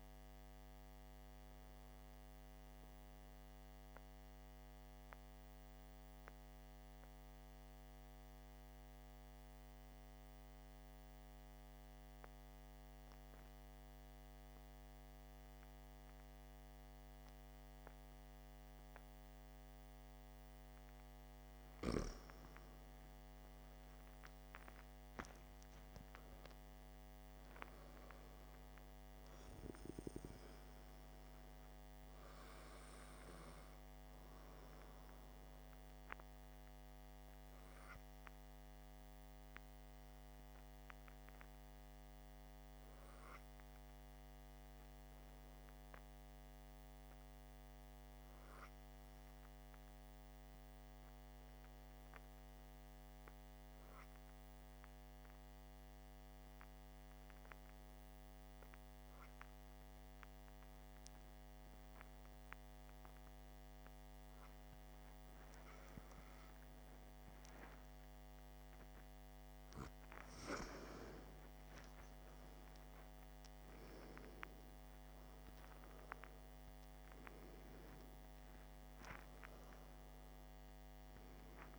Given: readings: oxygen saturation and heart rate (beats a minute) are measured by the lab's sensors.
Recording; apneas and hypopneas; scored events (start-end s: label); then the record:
breathing in sleep by a microphone on the trachea; 2
2.00-21.50 s: obstructive apnea (oxygen 94% before, 93% lowest, heart rate 56 before, 50 extreme, up 18 after)
24.50-28.50 s: arousal
38.00-67.00 s: hypopnea (oxygen 97% before, 91% lowest, heart rate 59 before, 54 extreme, up 9 after)
73.00-78.00 s: arousal
From the record:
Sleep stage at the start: N2 (light sleep); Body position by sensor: on the back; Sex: male